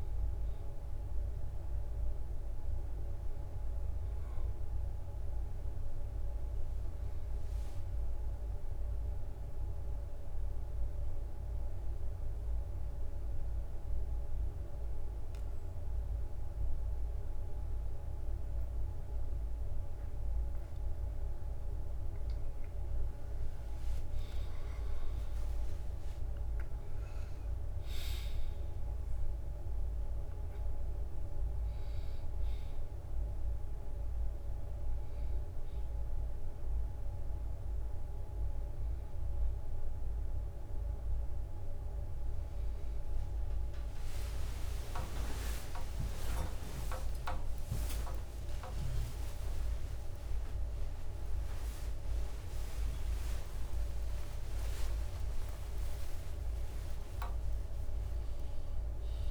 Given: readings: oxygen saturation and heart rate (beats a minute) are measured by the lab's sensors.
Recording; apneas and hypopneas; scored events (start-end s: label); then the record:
a person partly awake in a sleep study, hard to hear, by a room microphone; 1
11.00-22.00 s: bradycardia (device-marked, heart rate 67 before, 57 extreme)
12.00-23.00 s: obstructive apnea (oxygen 97% before, 93% lowest, heart rate 61 before, 57 extreme, up 5 after)
20.00-30.00 s: drop in pulse transit time (device-marked, heart rate 60 before, 57 extreme)
32.00-59.31 s: new sleep stage, awake
42.00-49.00 s: tachycardia (device-marked, heart rate 65 before, 137 extreme)
45.00-47.00 s: long interval between heartbeats (device-marked, heart rate 63 before, 101 extreme)
47.50-49.50 s: long interval between heartbeats (device-marked, heart rate 68 before, 135 extreme)
54.50-56.50 s: long interval between heartbeats (device-marked, heart rate 89 before, 81 extreme)
From the record:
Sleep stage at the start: N1 (lightest sleep); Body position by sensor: on the back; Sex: male